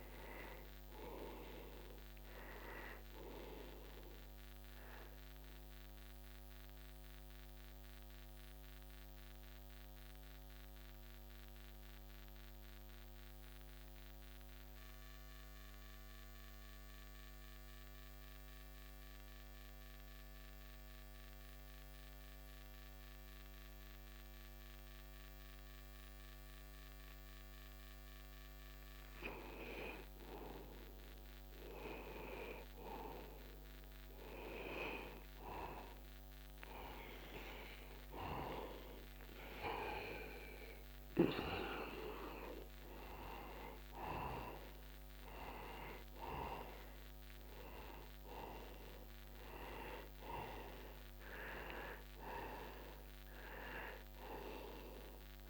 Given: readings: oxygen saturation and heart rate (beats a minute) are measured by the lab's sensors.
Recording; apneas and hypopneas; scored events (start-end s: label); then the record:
breathing in sleep by a microphone on the trachea; 1
0.00-1.50 s: arousal
0.00-19.50 s: oxygen desaturation (device-marked, oxygen 87% lowest, heart rate 60 extreme)
5.00-30.00 s: mixed apnea (oxygen 98% before, 87% lowest, heart rate 60 before, 60 extreme, up 0 after)
32.50-37.00 s: arousal
37.50-51.50 s: oxygen desaturation (device-marked, oxygen 98% before, 93% lowest, heart rate 60 before, 60 extreme)
53.00-55.50 s: arousal
From the record:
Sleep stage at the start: N2 (light sleep); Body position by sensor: on the back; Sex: male